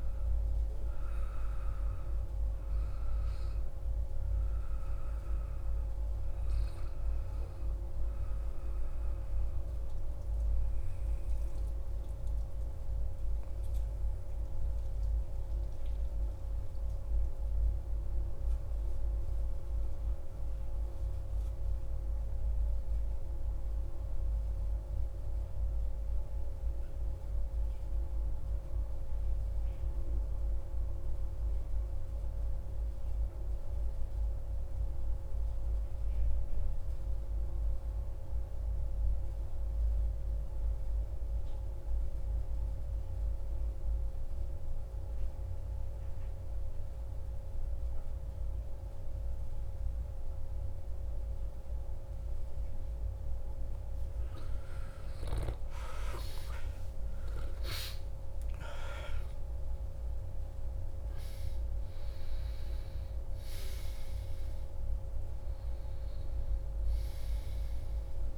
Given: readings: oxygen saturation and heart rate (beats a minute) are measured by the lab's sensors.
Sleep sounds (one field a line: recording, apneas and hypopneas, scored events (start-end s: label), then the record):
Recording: breathing in sleep, hard to hear, by a room microphone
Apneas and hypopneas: 1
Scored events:
0.00-18.00 s: oxygen desaturation (device-marked, oxygen 92% lowest, heart rate 62 extreme)
9.50-52.50 s: obstructive apnea (oxygen 95% before, 89% lowest, heart rate 64 before, 62 extreme, up 7 after)
46.00-68.38 s: oxygen desaturation (device-marked, oxygen 96% before, 89% lowest, heart rate 64 before, 63 extreme)
54.00-68.38 s: new sleep stage, awake
From the record:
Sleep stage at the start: N2 (light sleep)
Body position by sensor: on the back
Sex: male